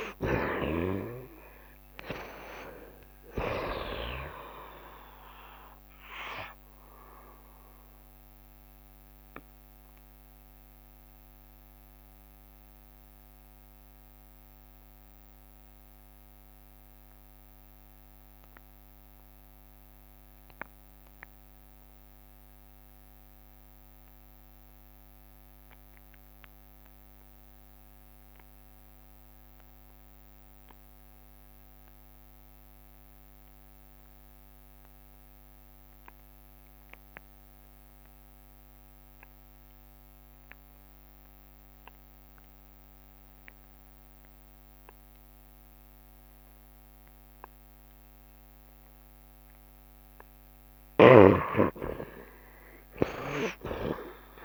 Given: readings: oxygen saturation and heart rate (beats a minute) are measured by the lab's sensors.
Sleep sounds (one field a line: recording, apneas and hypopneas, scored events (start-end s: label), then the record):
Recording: breathing in sleep by a microphone on the trachea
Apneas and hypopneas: 1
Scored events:
0.00-1.00 s: snoring (device-marked)
0.00-2.00 s: long interval between heartbeats (device-marked, heart rate 79 before, 95 extreme)
0.00-2.50 s: arousal
0.00-22.50 s: oxygen desaturation (device-marked, oxygen 61% lowest, heart rate 69 extreme)
8.50-49.50 s: obstructive apnea (oxygen 83% before, 61% lowest, heart rate 82 before, 69 extreme, up 42 after)
30.50-54.45 s: oxygen desaturation (device-marked, oxygen 93% before, 62% lowest, heart rate 72 before, 71 extreme)
47.50-53.50 s: tachycardia (device-marked, heart rate 75 before, 116 extreme)
49.50-51.50 s: long interval between heartbeats (device-marked, heart rate 74 before, 85 extreme)
51.00-54.45 s: arousal
From the record:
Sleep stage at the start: N2 (light sleep)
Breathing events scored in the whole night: 199 in 3.3 hours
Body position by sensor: on the right side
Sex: male